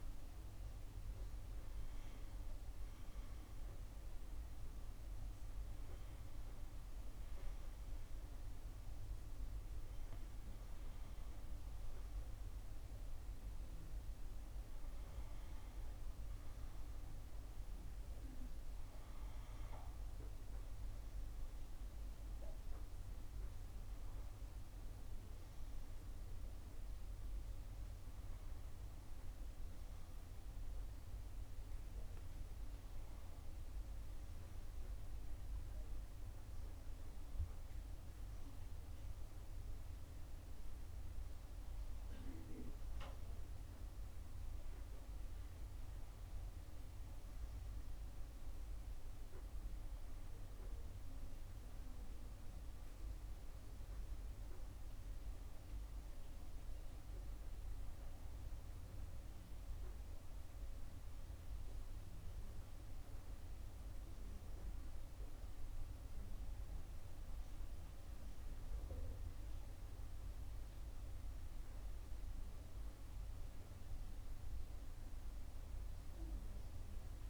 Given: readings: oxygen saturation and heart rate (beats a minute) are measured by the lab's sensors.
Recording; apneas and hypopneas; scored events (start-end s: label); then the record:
breathing in sleep, hard to hear, by a room microphone; none
none scored
From the record:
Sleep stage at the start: N2 (light sleep); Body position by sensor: on the right side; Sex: female